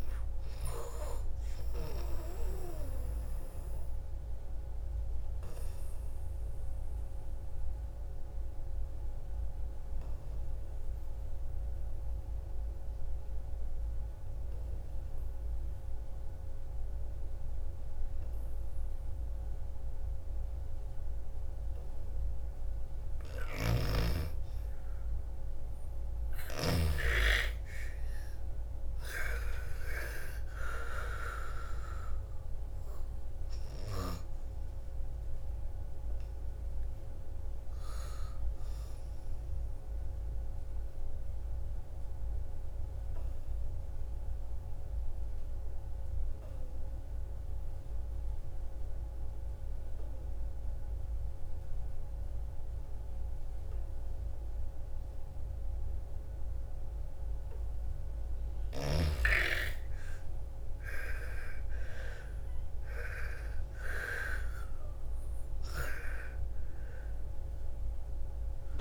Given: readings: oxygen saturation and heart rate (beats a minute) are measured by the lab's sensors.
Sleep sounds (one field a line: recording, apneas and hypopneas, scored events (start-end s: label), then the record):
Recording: breathing in sleep by a room microphone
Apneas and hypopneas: 2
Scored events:
0.00-14.50 s: oxygen desaturation (device-marked, oxygen 83% lowest, heart rate 54 extreme)
2.50-21.50 s: obstructive apnea (oxygen 99% before, 82% lowest, heart rate 61 before, 54 extreme, up 7 after)
23.00-26.50 s: arousal
23.00-26.50 s: snoring (device-marked)
25.50-51.50 s: oxygen desaturation (device-marked, oxygen 99% before, 85% lowest, heart rate 57 before, 56 extreme)
40.00-57.00 s: obstructive apnea (oxygen 99% before, 82% lowest, heart rate 65 before, 55 extreme, up 12 after)
58.50-68.81 s: oxygen desaturation (device-marked, oxygen 98% before, 82% lowest, heart rate 61 before, 55 extreme)
60.00-64.00 s: arousal
From the record:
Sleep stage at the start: N2 (light sleep)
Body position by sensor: on the back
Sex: female